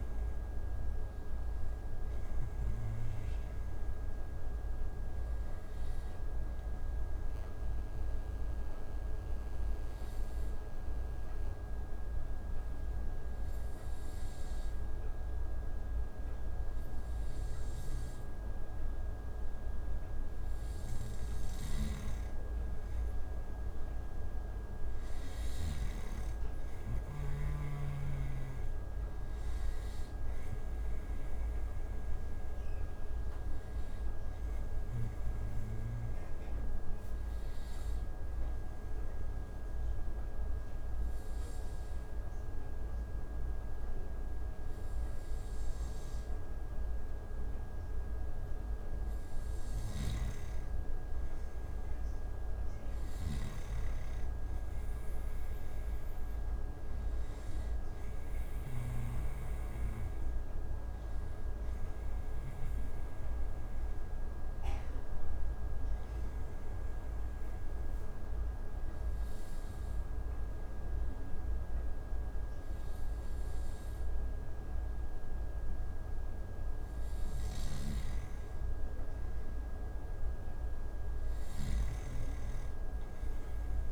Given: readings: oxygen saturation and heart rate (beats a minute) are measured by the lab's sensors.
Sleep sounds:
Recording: breathing in sleep, hard to hear, by a room microphone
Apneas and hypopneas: 3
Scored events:
0.00-19.50 s: oxygen desaturation (device-marked, oxygen 91% lowest)
4.00-19.00 s: obstructive apnea (oxygen 94% before, 91% lowest)
21.50-25.00 s: arousal
21.50-26.00 s: snoring (device-marked)
31.50-47.50 s: oxygen desaturation (device-marked, oxygen 95% before, 91% lowest)
35.00-49.00 s: obstructive apnea (oxygen 96% before, 91% lowest)
52.00-55.50 s: arousal
53.00-59.00 s: snoring (device-marked)
60.50-72.50 s: oxygen desaturation (device-marked, oxygen 95% before, 91% lowest)
63.00-79.00 s: obstructive apnea (oxygen 95% before, 91% lowest)
77.50-82.00 s: snoring (device-marked)
81.50-83.92 s: arousal
From the record:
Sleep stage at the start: N2 (light sleep)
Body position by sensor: on the back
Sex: male

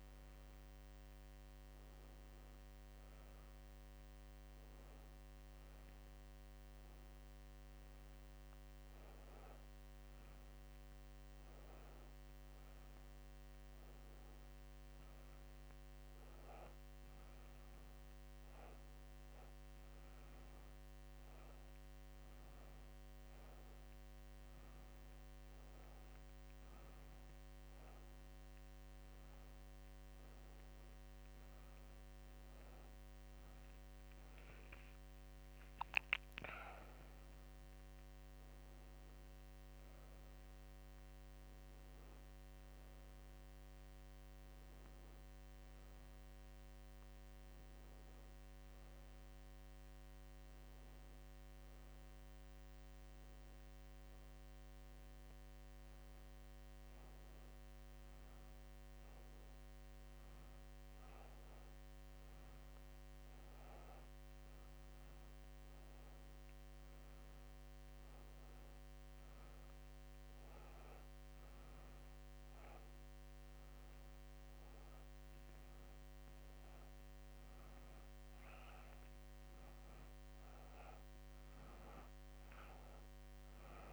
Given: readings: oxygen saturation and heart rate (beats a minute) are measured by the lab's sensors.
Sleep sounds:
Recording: breathing in sleep, hard to hear, by a microphone on the trachea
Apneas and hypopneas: none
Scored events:
none scored
From the record:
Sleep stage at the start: N2 (light sleep)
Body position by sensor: on the back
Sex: female

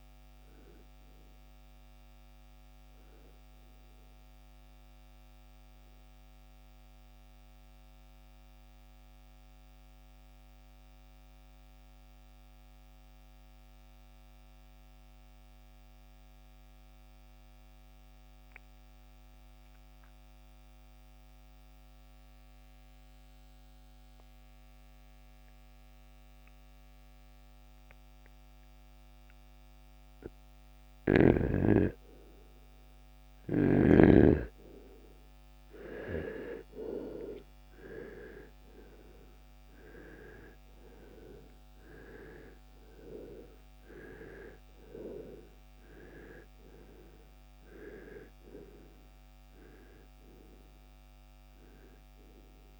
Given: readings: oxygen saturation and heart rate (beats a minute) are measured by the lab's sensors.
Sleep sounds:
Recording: breathing in sleep by a microphone on the trachea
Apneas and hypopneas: 1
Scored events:
4.00-20.00 s: oxygen desaturation (device-marked, oxygen 94% before, 83% lowest, heart rate 74 before, 52 extreme)
4.00-31.50 s: mixed apnea (oxygen 96% before, 83% lowest, heart rate 74 before, 52 extreme, up 10 after)
33.00-37.50 s: arousal
From the record:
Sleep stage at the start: REM sleep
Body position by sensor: on the right side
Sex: male

